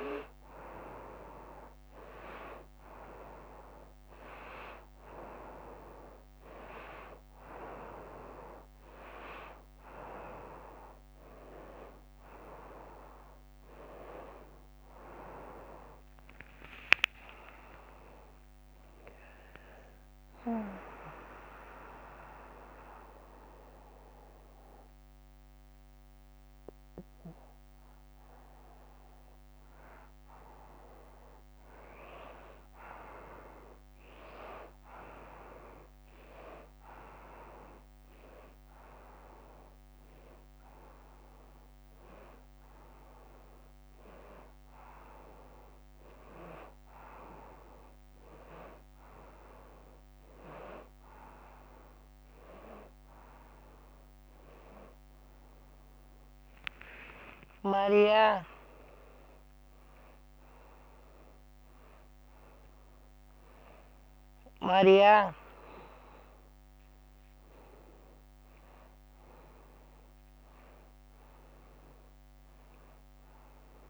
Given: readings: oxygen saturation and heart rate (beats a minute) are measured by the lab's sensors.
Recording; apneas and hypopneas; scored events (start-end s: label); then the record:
breathing in sleep by a microphone on the trachea; none
54.50-64.50 s: oxygen desaturation (device-marked, oxygen 96% before, 93% lowest, heart rate 93 before, 93 extreme)
66.50-73.90 s: new sleep stage, awake
From the record:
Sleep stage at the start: N1 (lightest sleep); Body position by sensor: on the front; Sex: female